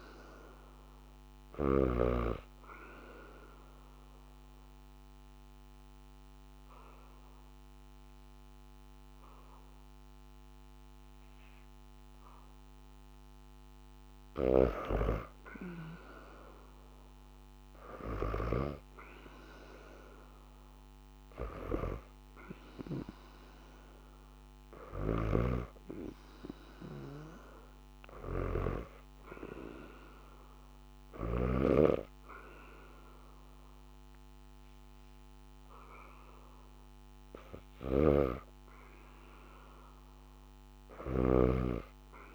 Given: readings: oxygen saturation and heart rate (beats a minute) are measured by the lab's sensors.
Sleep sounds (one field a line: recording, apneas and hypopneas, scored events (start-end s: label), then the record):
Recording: breathing in sleep by a microphone on the trachea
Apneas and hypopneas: 1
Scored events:
0.00-1.50 s: snoring (device-marked)
0.00-3.50 s: oxygen desaturation (device-marked, oxygen 90% lowest, heart rate 75 extreme)
2.00-13.00 s: obstructive apnea (oxygen 95% before, 89% lowest, heart rate 79 before, 75 extreme, up 0 after)
13.50-18.00 s: snoring (device-marked)
20.00-24.50 s: arousal
24.50-31.00 s: snoring (device-marked)
24.50-42.35 s: oxygen desaturation (device-marked, oxygen 97% before, 89% lowest, heart rate 79 before, 75 extreme)
37.00-42.35 s: snoring (device-marked)
From the record:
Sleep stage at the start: N2 (light sleep)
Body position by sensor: on the back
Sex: female